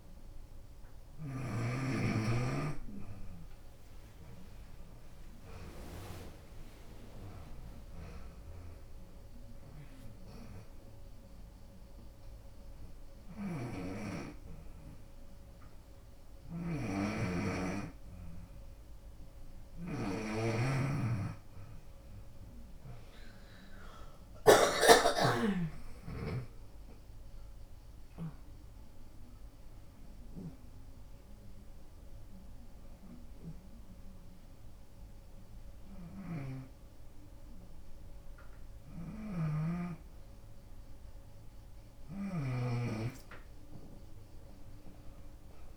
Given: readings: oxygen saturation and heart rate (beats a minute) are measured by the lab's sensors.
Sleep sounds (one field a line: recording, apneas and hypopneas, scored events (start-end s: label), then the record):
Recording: breathing in sleep by a room microphone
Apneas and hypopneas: 1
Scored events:
2.00-6.50 s: arousal
4.50-22.50 s: oxygen desaturation (device-marked, oxygen 95% before, 90% lowest, heart rate 80 before, 72 extreme)
5.50-16.50 s: drop in pulse transit time (device-marked, heart rate 80 before, 86 extreme)
11.00-22.00 s: hypopnea (oxygen 95% before, 87% lowest, heart rate 83 before, 72 extreme, up 24 after)
23.00-26.50 s: arousal
27.50-35.50 s: drop in pulse transit time (device-marked, heart rate 88 before, 84 extreme)
32.50-42.50 s: oxygen desaturation (device-marked, oxygen 93% before, 87% lowest, heart rate 89 before, 74 extreme)
From the record:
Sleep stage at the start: N2 (light sleep)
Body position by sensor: upright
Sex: female